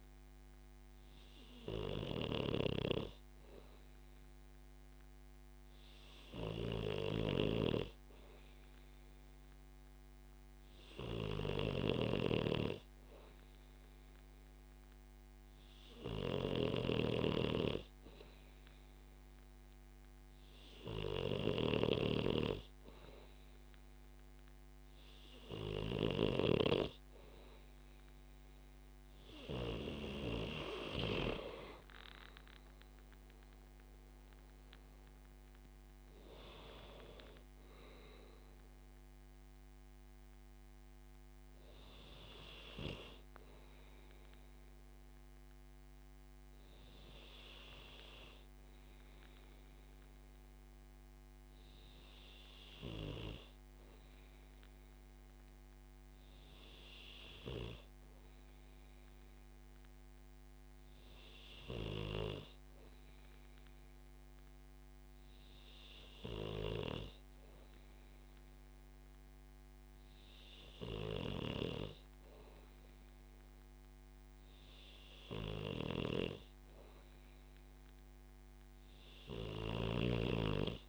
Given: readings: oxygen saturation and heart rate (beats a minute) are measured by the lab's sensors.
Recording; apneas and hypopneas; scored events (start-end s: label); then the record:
breathing in sleep by a microphone on the trachea; none
0.00-3.00 s: snoring (device-marked)
12.00-26.50 s: snoring (device-marked)
From the record:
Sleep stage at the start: N2 (light sleep); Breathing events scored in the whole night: 223 in 5.4 hours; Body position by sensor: on the back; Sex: male